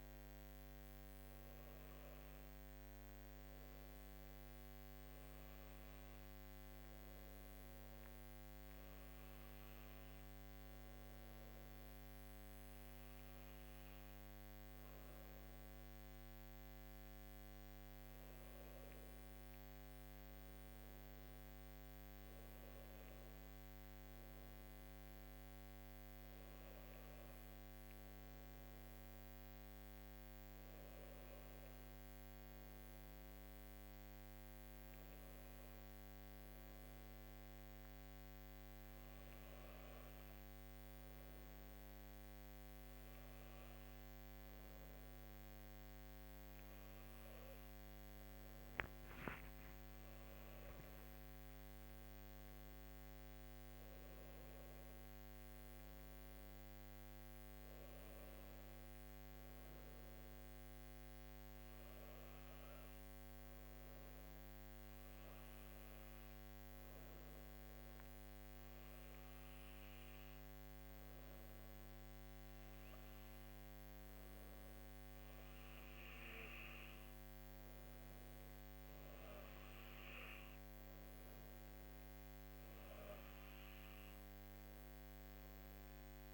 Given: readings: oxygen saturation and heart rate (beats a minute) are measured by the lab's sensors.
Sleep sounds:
breathing in sleep, hard to hear, by a microphone on the trachea; none
17.00-22.00 s: arousal
From the record:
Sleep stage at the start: N2 (light sleep); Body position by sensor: on the left side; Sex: female

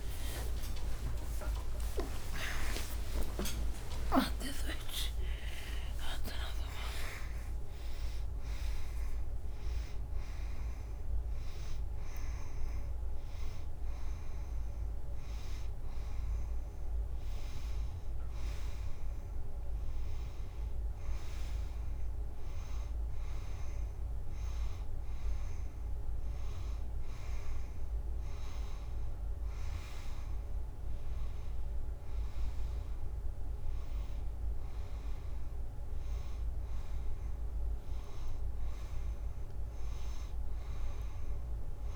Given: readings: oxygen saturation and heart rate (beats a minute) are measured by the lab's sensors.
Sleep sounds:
a person awake in a sleep study, by a room microphone; none
11.00-22.00 s: oxygen desaturation (device-marked, oxygen 99% before, 94% lowest, heart rate 132 before, 102 extreme)
23.00-41.96 s: new sleep stage, N1 (lightest sleep)
24.00-41.00 s: oxygen desaturation (device-marked, oxygen 96% before, 92% lowest, heart rate 109 before, 100 extreme)
From the record:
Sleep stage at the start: awake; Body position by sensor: on the front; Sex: female

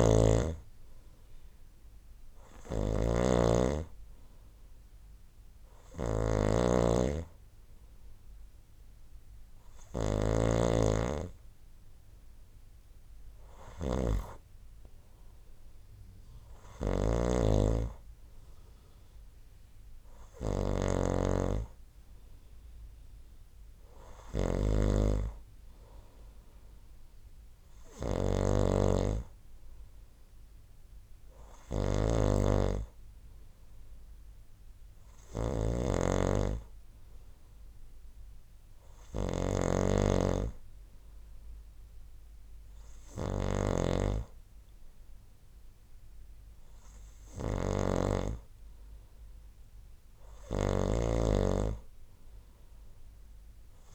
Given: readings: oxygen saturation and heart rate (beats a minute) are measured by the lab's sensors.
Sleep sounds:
breathing in sleep by a room microphone; none
0.00-15.50 s: oxygen desaturation (device-marked, oxygen 94% lowest, heart rate 66 extreme)
0.00-53.95 s: snoring (device-marked)
From the record:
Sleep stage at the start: N2 (light sleep); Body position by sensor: on the right side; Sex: male

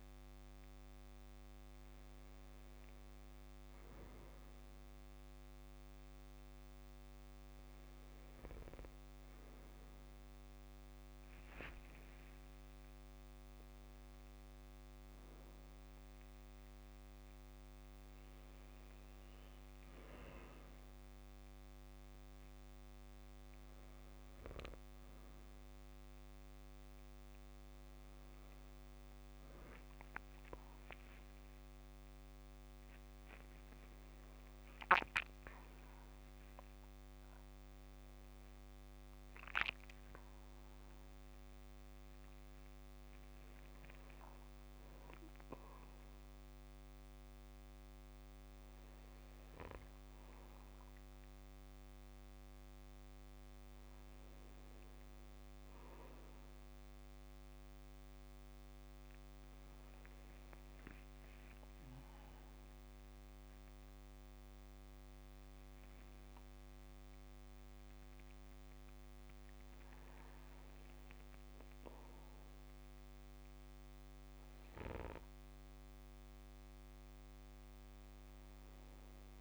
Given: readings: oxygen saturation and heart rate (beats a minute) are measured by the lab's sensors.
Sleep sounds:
breathing in sleep, hard to hear, by a microphone on the trachea; none
36.50-41.00 s: arousal
From the record:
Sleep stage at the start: N2 (light sleep); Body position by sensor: on the back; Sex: male

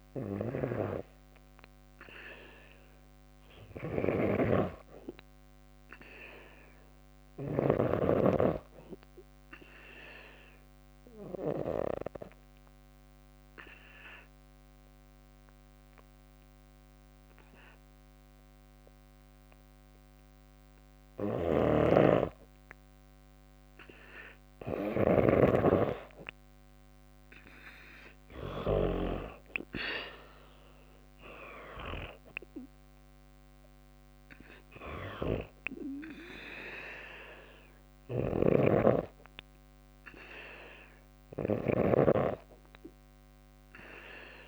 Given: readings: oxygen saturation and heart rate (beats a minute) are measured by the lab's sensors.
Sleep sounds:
breathing in sleep by a microphone on the trachea; 1
0.00-7.00 s: snoring (device-marked)
9.00-21.00 s: obstructive apnea (oxygen 97% before, 91% lowest, heart rate 58 before, 57 extreme, up 2 after)
20.50-24.50 s: snoring (device-marked)
23.50-26.00 s: arousal
27.50-44.48 s: oxygen desaturation (device-marked, oxygen 96% before, 91% lowest, heart rate 59 before, 57 extreme)
31.00-34.00 s: arousal
37.00-44.48 s: snoring (device-marked)
From the record:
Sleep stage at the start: N2 (light sleep); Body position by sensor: on the back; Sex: female

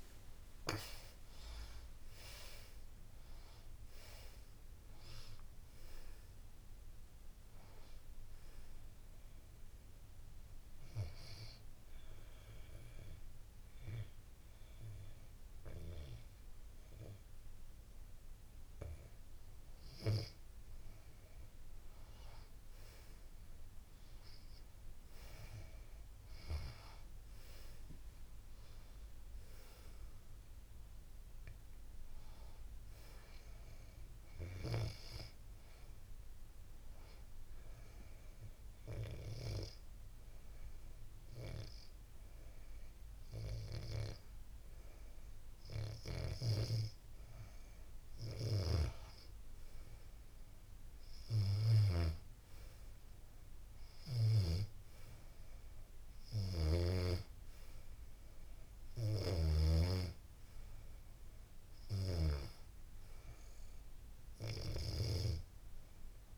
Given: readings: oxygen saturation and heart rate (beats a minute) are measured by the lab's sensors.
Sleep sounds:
breathing in sleep by a room microphone; 2
10.00-20.00 s: obstructive apnea (oxygen 95% before, 91% lowest, heart rate 91 before, 79 extreme, up 5 after)
21.50-26.50 s: arousal
22.00-39.00 s: oxygen desaturation (device-marked, oxygen 96% before, 91% lowest, heart rate 88 before, 78 extreme)
36.50-47.50 s: obstructive apnea (oxygen 96% before, 92% lowest, heart rate 84 before, 78 extreme, up 6 after)
50.00-53.50 s: arousal
51.00-63.00 s: oxygen desaturation (device-marked, oxygen 95% before, 92% lowest, heart rate 83 before, 78 extreme)
From the record:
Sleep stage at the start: N2 (light sleep); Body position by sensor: on the back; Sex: female

